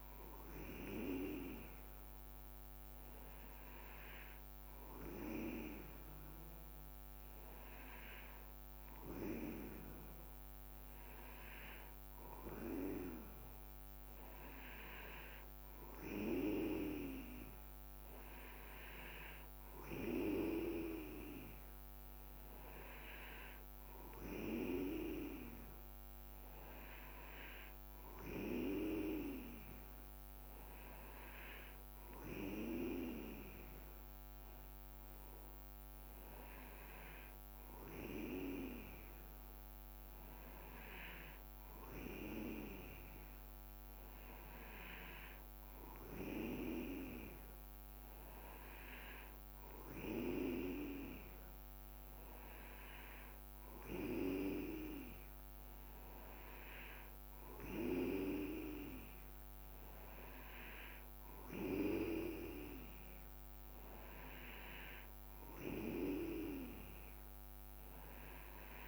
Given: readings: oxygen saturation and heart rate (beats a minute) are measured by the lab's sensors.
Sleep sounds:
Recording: breathing in sleep by a microphone on the trachea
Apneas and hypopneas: none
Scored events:
none scored
From the record:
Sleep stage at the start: N2 (light sleep)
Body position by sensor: on the back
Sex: male

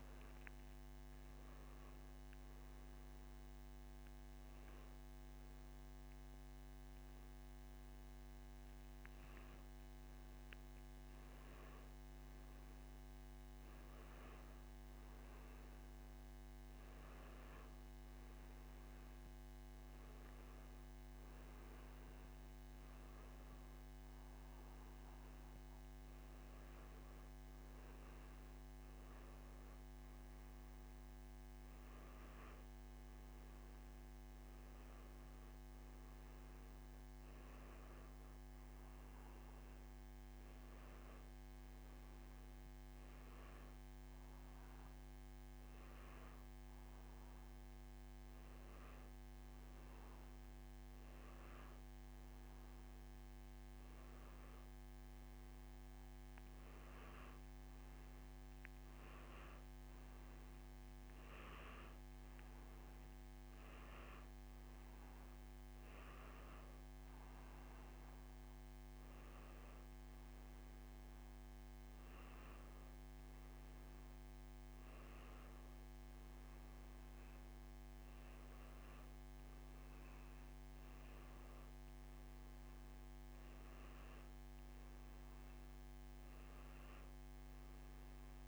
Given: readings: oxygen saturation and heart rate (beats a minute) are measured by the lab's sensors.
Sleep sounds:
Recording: a person awake in a sleep study, hard to hear, by a microphone on the trachea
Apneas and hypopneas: none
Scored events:
2.50-14.50 s: oxygen desaturation (device-marked, oxygen 98% before, 92% lowest, heart rate 87 before, 81 extreme)
20.50-33.50 s: oxygen desaturation (device-marked, oxygen 98% before, 95% lowest, heart rate 90 before, 86 extreme)
72.50-88.48 s: new sleep stage, N1 (lightest sleep)
From the record:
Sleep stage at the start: awake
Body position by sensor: on the back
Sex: male

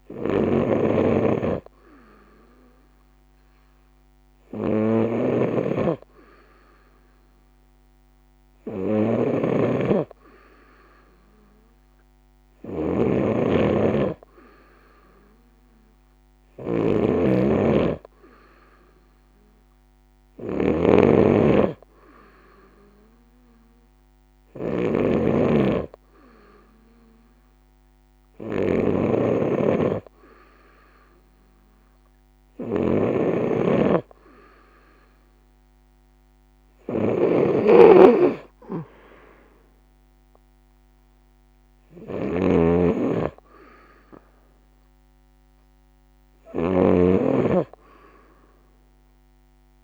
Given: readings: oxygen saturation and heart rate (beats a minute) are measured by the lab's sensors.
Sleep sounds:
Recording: breathing in sleep by a microphone on the trachea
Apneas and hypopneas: none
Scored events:
0.00-49.84 s: snoring (device-marked)
From the record:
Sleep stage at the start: N2 (light sleep)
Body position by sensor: on the right side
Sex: female

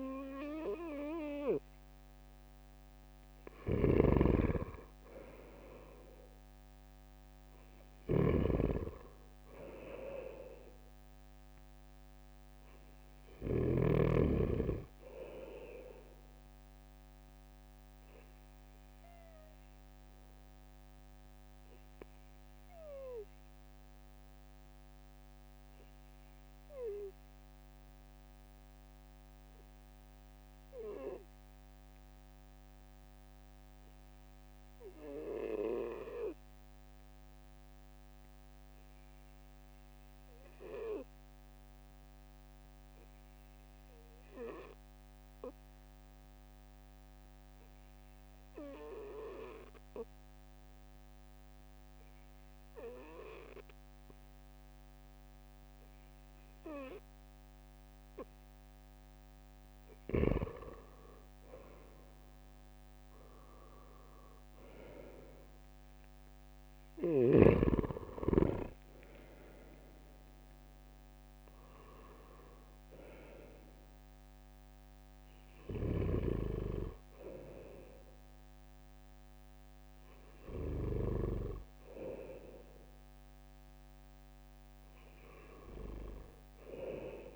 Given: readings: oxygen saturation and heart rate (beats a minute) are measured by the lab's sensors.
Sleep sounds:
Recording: breathing in sleep by a microphone on the trachea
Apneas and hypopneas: 1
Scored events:
3.00-13.50 s: snoring (device-marked)
18.50-60.00 s: obstructive apnea (oxygen 96% before, 93% lowest, heart rate 66 before, 61 extreme, up 6 after)
64.00-67.50 s: arousal
From the record:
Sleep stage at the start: N2 (light sleep)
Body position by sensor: on the right side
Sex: male

